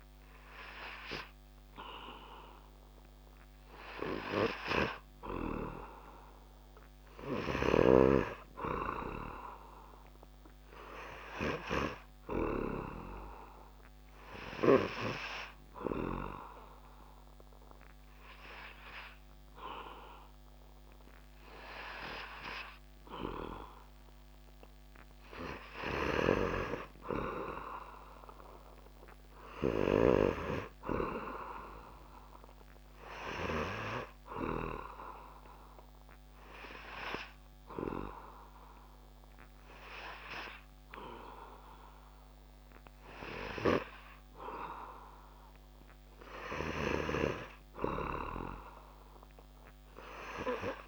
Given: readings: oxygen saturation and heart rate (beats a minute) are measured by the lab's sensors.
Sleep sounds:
breathing in sleep by a microphone on the trachea; 2
14.50-27.00 s: obstructive apnea (oxygen 98% before, 96% lowest)
28.50-32.50 s: arousal
35.00-46.50 s: hypopnea (oxygen 98% before, 96% lowest)
48.50-50.88 s: arousal
From the record:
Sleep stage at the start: N3 (deep sleep); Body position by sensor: on the back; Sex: male

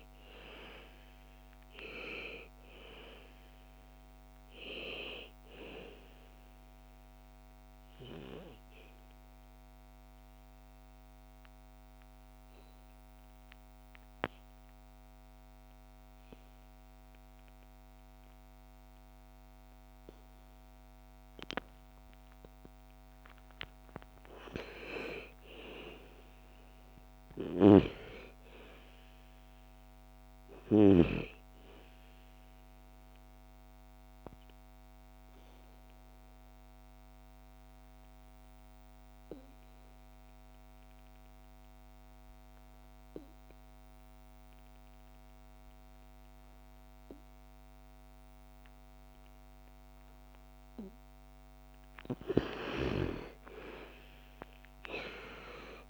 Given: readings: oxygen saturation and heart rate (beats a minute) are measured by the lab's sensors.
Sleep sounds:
breathing in sleep by a microphone on the trachea; 2
1.00-18.00 s: oxygen desaturation (device-marked, oxygen 99% before, 86% lowest, heart rate 58 before, 56 extreme)
6.50-22.00 s: obstructive apnea (oxygen 99% before, 85% lowest, heart rate 61 before, 55 extreme, up 8 after)
23.00-27.00 s: arousal
28.00-41.00 s: oxygen desaturation (device-marked, oxygen 99% before, 91% lowest, heart rate 59 before, 53 extreme)
33.50-51.50 s: obstructive apnea (oxygen 99% before, 85% lowest, heart rate 60 before, 53 extreme, up 16 after)
52.00-55.90 s: oxygen desaturation (device-marked, oxygen 97% before, 85% lowest, heart rate 58 before, 56 extreme)
52.50-55.90 s: arousal
From the record:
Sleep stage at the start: N2 (light sleep); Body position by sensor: on the back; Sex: female

